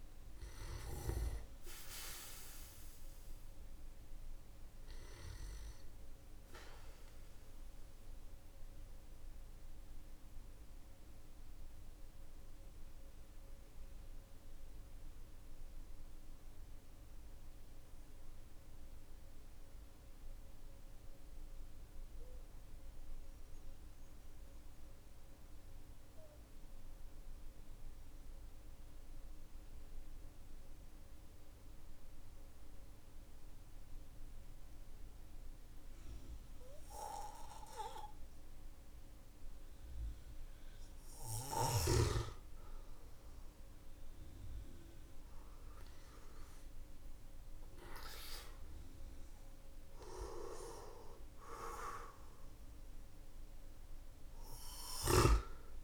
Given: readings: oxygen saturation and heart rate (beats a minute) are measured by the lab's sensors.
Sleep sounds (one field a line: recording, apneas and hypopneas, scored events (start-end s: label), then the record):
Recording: breathing in sleep by a room microphone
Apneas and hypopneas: 1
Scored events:
0.00-7.50 s: oxygen desaturation (device-marked, oxygen 94% lowest, heart rate 45 extreme)
7.00-39.50 s: obstructive apnea (oxygen 98% before, 93% lowest, heart rate 52 before, 47 extreme, up 9 after)
42.00-46.00 s: arousal
From the record:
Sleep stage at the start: N2 (light sleep)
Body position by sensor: on the back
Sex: male